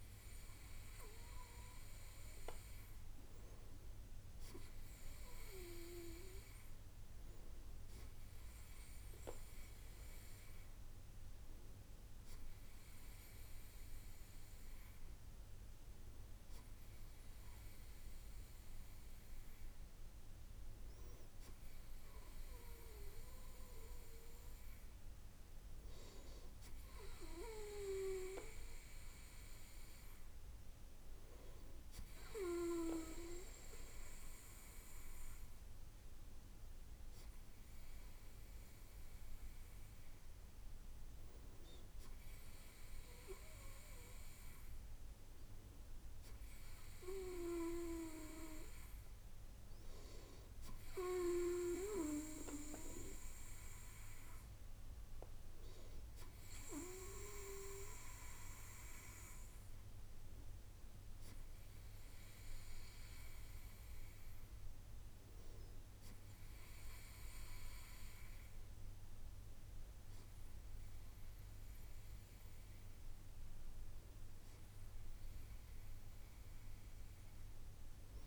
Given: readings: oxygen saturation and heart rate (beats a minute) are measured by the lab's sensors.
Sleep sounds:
breathing in sleep by a room microphone; none
none scored
From the record:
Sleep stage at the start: N2 (light sleep); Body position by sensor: on the right side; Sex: male

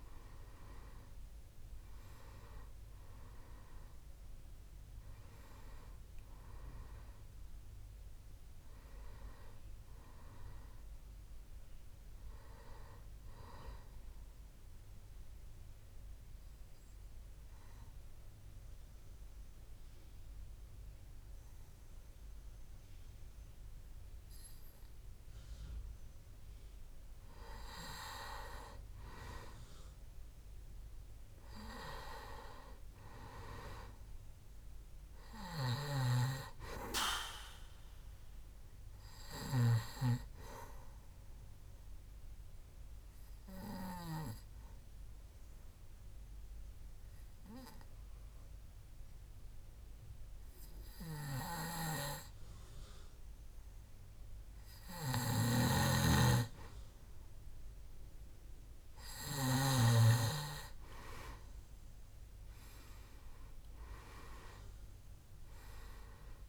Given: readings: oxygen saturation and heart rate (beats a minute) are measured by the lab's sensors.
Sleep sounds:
breathing in sleep by a room microphone; 2
0.00-2.00 s: arousal
0.00-17.50 s: oxygen desaturation (device-marked, oxygen 92% lowest, heart rate 65 extreme)
15.50-27.50 s: obstructive apnea (oxygen 96% before, 91% lowest, heart rate 75 before, 65 extreme, up 4 after)
30.00-34.00 s: arousal
35.50-50.50 s: oxygen desaturation (device-marked, oxygen 98% before, 93% lowest, heart rate 67 before, 65 extreme)
36.00-40.00 s: snoring (device-marked)
41.50-55.00 s: obstructive apnea (oxygen 98% before, 91% lowest, heart rate 67 before, 65 extreme, up 4 after)
55.50-60.00 s: snoring (device-marked)
57.00-59.50 s: arousal
61.50-66.49 s: oxygen desaturation (device-marked, oxygen 97% before, 91% lowest, heart rate 67 before, 67 extreme)
From the record:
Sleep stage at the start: N2 (light sleep); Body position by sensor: on the back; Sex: male

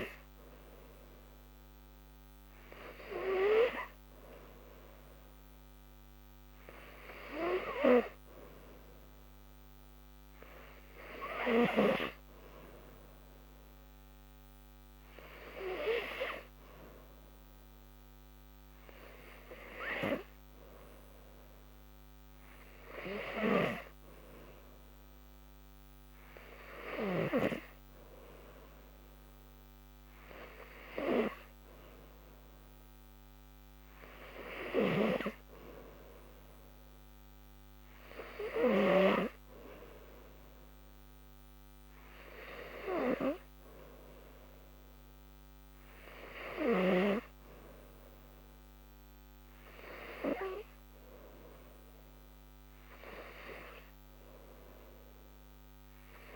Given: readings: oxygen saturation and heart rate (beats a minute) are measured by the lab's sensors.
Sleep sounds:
breathing in sleep by a microphone on the trachea; none
none scored
From the record:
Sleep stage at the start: N3 (deep sleep); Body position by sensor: on the back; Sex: female

